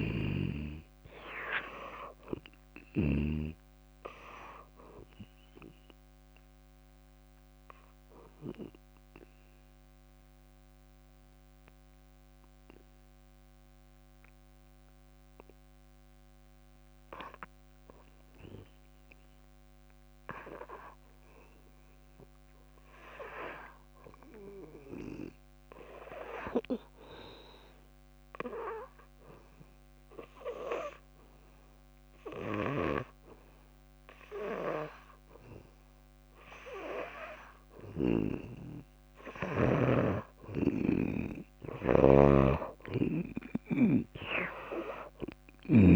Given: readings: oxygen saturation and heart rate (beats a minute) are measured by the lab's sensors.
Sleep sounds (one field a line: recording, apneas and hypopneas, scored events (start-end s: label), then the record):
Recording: breathing in sleep by a microphone on the trachea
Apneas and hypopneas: 2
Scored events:
0.00-3.50 s: snoring (device-marked)
0.00-17.00 s: oxygen desaturation (device-marked, oxygen 83% lowest, heart rate 55 extreme)
6.00-17.00 s: obstructive apnea (oxygen 97% before, 83% lowest, heart rate 64 before, 55 extreme, up 5 after)
20.50-23.50 s: arousal
27.50-39.50 s: hypopnea (oxygen 98% before, 85% lowest, heart rate 58 before, 58 extreme, up 9 after)
31.00-45.96 s: oxygen desaturation (device-marked, oxygen 97% before, 85% lowest, heart rate 58 before, 56 extreme)
42.00-45.96 s: arousal
42.00-45.96 s: snoring (device-marked)
From the record:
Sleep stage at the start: N2 (light sleep)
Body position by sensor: on the back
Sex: female